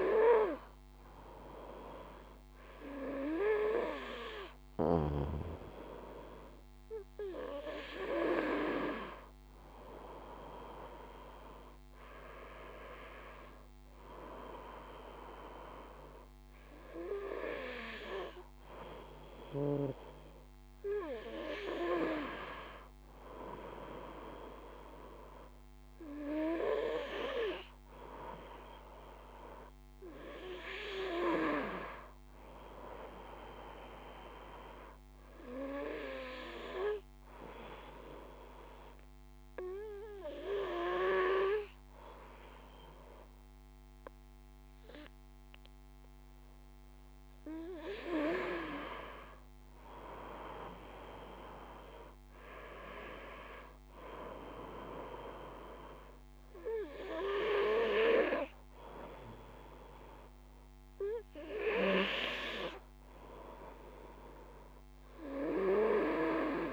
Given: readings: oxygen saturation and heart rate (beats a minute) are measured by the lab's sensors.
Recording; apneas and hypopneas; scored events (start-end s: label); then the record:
breathing in sleep by a microphone on the trachea; 1
18.00-22.00 s: arousal
34.50-46.00 s: obstructive apnea (oxygen 96% before, 95% lowest, heart rate 57 before, 55 extreme, up 3 after)
48.50-53.00 s: arousal
From the record:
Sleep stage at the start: N2 (light sleep); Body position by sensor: on the back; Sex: male